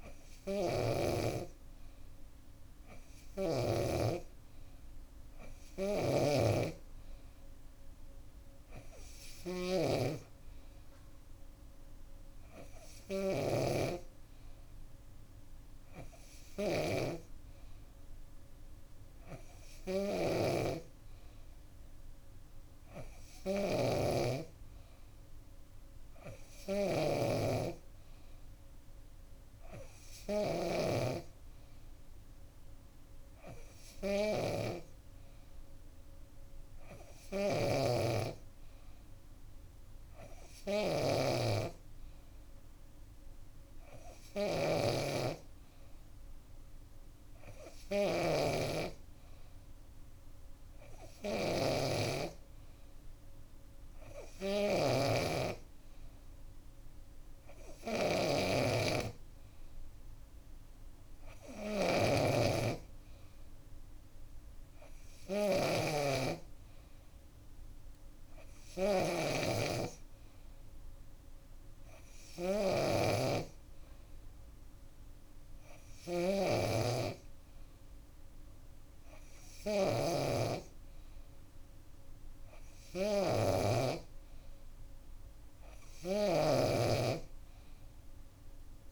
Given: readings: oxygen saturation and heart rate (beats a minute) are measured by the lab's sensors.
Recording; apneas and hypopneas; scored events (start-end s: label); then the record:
breathing in sleep by a room microphone; none
0.00-3.50 s: snoring (device-marked)
5.50-30.50 s: snoring (device-marked)
15.00-88.92 s: new sleep stage, N3 (deep sleep)
37.00-88.92 s: snoring (device-marked)
From the record:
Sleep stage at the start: N2 (light sleep); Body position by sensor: on the back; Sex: female